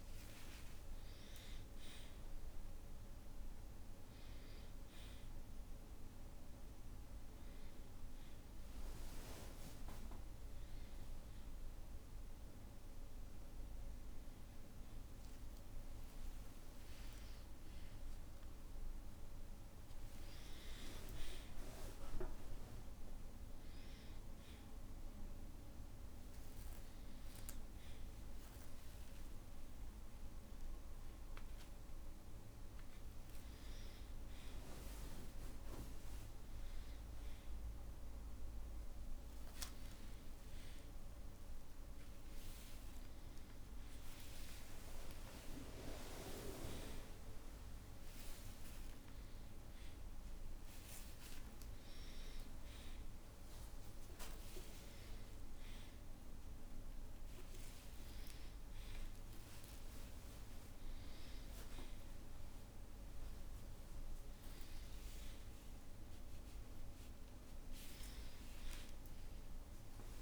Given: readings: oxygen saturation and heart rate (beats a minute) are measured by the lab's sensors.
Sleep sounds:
a person awake in a sleep study, hard to hear, by a room microphone; none
41.00-43.00 s: long interval between heartbeats (device-marked, heart rate 65 before, 74 extreme)
47.00-58.00 s: tachycardia (device-marked, heart rate 72 before, 126 extreme)
49.50-51.50 s: long interval between heartbeats (device-marked, heart rate 68 before, 97 extreme)
55.50-57.50 s: long interval between heartbeats (device-marked, heart rate 81 before, 110 extreme)
63.00-69.00 s: tachycardia (device-marked, heart rate 73 before, 117 extreme)
65.50-67.50 s: long interval between heartbeats (device-marked, heart rate 98 before, 89 extreme)
68.00-70.00 s: long interval between heartbeats (device-marked, heart rate 103 before, 117 extreme)
From the record:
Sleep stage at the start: awake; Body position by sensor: on the back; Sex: male

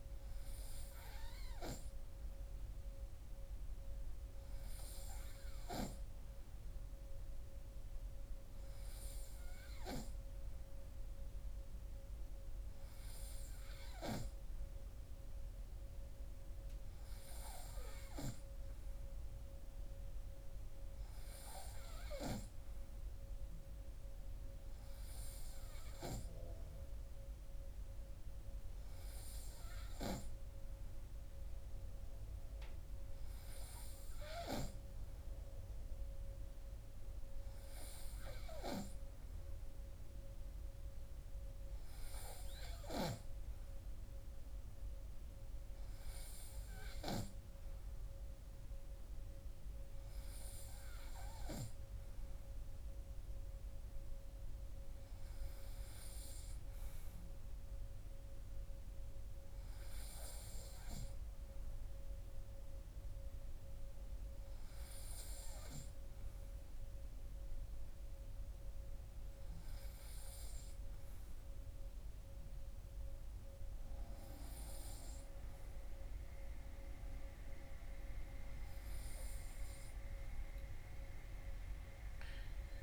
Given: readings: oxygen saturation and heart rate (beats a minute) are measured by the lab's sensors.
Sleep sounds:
breathing in sleep by a room microphone; none
none scored
From the record:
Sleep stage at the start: N3 (deep sleep); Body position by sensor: on the right side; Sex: male

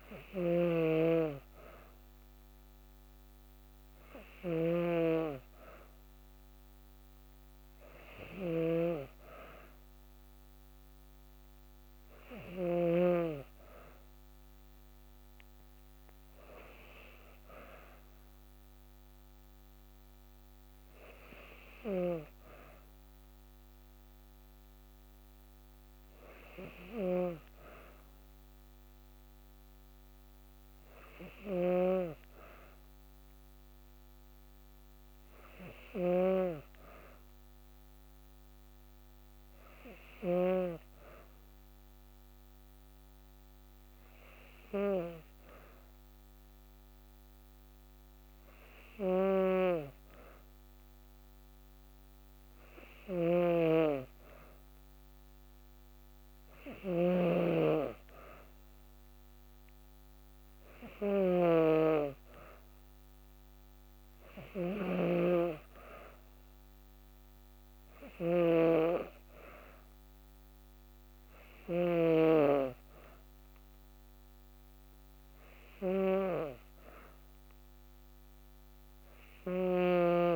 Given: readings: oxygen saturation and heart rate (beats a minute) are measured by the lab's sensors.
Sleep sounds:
breathing in sleep by a microphone on the trachea; none
0.00-12.50 s: snoring (device-marked)
26.50-40.00 s: snoring (device-marked)
48.50-71.50 s: snoring (device-marked)
79.00-80.36 s: snoring (device-marked)
From the record:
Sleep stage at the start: N2 (light sleep); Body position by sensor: on the back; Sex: female

